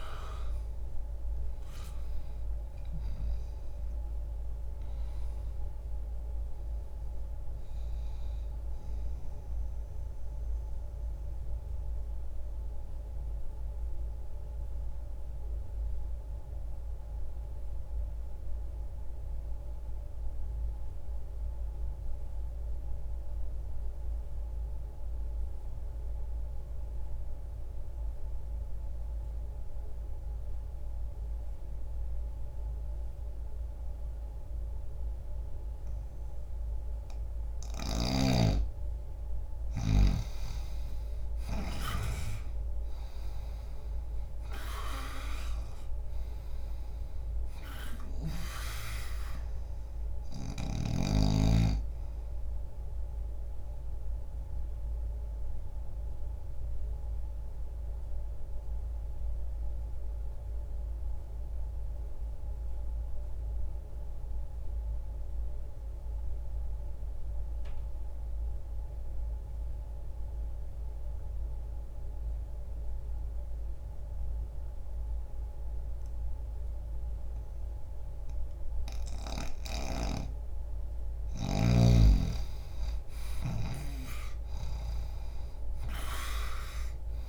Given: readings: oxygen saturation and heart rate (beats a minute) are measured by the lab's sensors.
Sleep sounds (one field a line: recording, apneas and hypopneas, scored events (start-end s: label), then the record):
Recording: breathing in sleep by a room microphone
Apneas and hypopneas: 2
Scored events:
0.00-11.50 s: oxygen desaturation (device-marked, oxygen 88% lowest, heart rate 60 extreme)
10.00-39.50 s: mixed apnea (oxygen 97% before, 83% lowest, heart rate 66 before, 60 extreme, up 20 after)
24.50-35.50 s: oxygen desaturation (device-marked, oxygen 90% before, 83% lowest, heart rate 62 before, 60 extreme)
41.00-45.00 s: arousal
41.50-49.50 s: oxygen desaturation (device-marked, oxygen 97% before, 92% lowest, heart rate 64 before, 60 extreme)
54.50-80.50 s: mixed apnea (oxygen 97% before, 84% lowest, heart rate 68 before, 60 extreme, up 19 after)
64.50-80.50 s: oxygen desaturation (device-marked, oxygen 92% before, 84% lowest, heart rate 63 before, 60 extreme)
82.50-87.00 s: arousal
From the record:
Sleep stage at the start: N2 (light sleep)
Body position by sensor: on the back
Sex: male